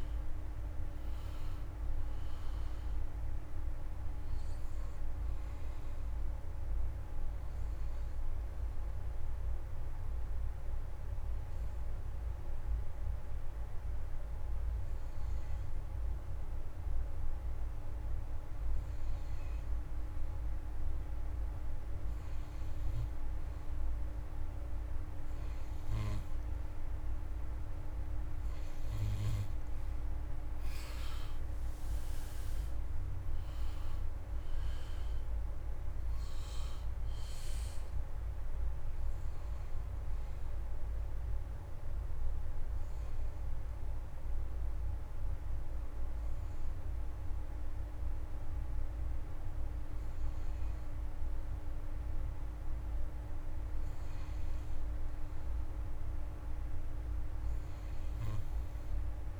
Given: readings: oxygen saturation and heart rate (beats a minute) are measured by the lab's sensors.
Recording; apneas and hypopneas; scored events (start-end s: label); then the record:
breathing in sleep, hard to hear, by a room microphone; 2
0.00-22.00 s: oxygen desaturation (device-marked, oxygen 95% before, 87% lowest, heart rate 96 before, 86 extreme)
6.50-20.50 s: hypopnea (oxygen 96% before, 87% lowest, heart rate 117 before, 86 extreme, up 33 after)
22.50-25.50 s: arousal
24.00-51.00 s: oxygen desaturation (device-marked, oxygen 96% before, 87% lowest)
40.50-53.50 s: hypopnea (oxygen 96% before, 87% lowest)
55.00-58.00 s: arousal
From the record:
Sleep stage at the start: N2 (light sleep); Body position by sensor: on the back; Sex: male